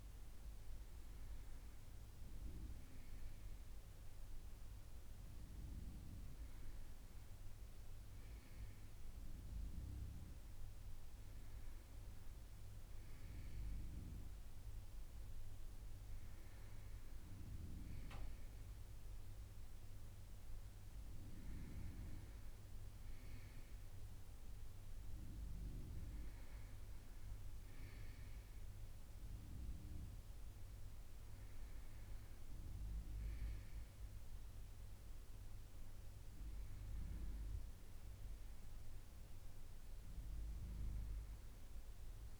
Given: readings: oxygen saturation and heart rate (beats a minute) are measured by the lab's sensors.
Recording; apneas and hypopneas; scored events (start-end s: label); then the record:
breathing in sleep, hard to hear, by a room microphone; none
none scored
From the record:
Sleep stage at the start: N1 (lightest sleep); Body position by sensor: on the right side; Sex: male